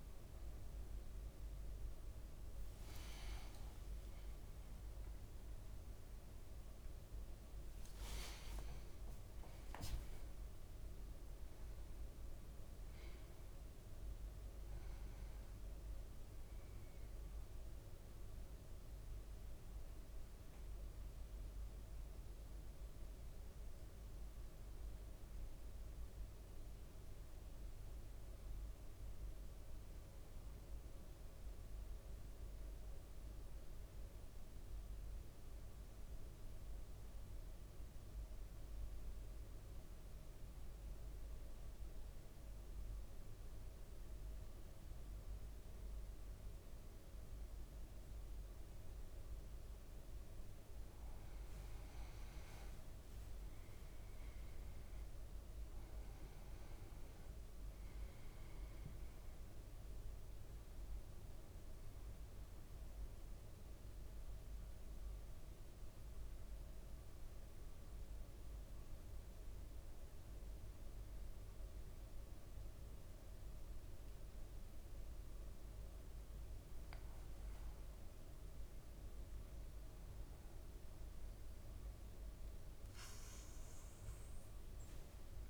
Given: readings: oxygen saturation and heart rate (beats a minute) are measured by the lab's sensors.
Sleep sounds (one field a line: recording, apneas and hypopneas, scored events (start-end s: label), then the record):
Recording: breathing in sleep, hard to hear, by a room microphone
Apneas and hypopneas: 2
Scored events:
0.00-6.50 s: bradycardia (device-marked, heart rate 53 extreme)
1.50-17.50 s: drop in pulse transit time (device-marked, heart rate 56 before, 58 extreme)
2.50-7.00 s: arousal
14.50-54.50 s: bradycardia (device-marked, heart rate 58 before, 55 extreme)
37.50-85.50 s: new sleep stage, N2 (light sleep)
38.00-49.50 s: central apnea (oxygen 99% before, 94% lowest, heart rate 58 before, 53 extreme, up 4 after)
50.50-54.50 s: leg movement (device-marked)
53.00-57.50 s: arousal
55.50-85.50 s: bradycardia (device-marked, heart rate 59 before, 53 extreme)
56.50-80.50 s: oxygen desaturation (device-marked, oxygen 98% before, 94% lowest, heart rate 57 before, 52 extreme)
63.00-78.50 s: mixed apnea (oxygen 99% before, 94% lowest, heart rate 57 before, 53 extreme, up 5 after)
83.50-85.50 s: arousal
84.00-85.50 s: leg movement (device-marked)
From the record:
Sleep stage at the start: N1 (lightest sleep)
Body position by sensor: on the back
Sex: male